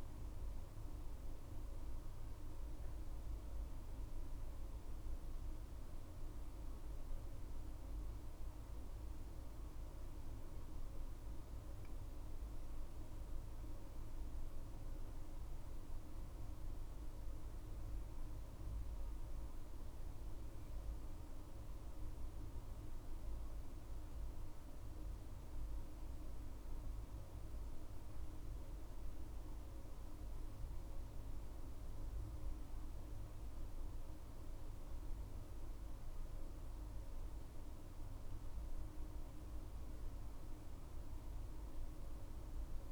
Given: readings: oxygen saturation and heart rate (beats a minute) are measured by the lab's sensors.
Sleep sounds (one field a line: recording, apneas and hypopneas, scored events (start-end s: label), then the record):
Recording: breathing in sleep, hard to hear, by a room microphone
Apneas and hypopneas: 1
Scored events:
22.00-38.00 s: obstructive apnea (oxygen 98% before, 94% lowest, heart rate 60 before, 58 extreme, up 10 after)
37.50-42.92 s: oxygen desaturation (device-marked, oxygen 98% before, 94% lowest, heart rate 60 before, 57 extreme)
39.50-42.92 s: arousal
From the record:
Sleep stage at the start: N2 (light sleep)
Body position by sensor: on the back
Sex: female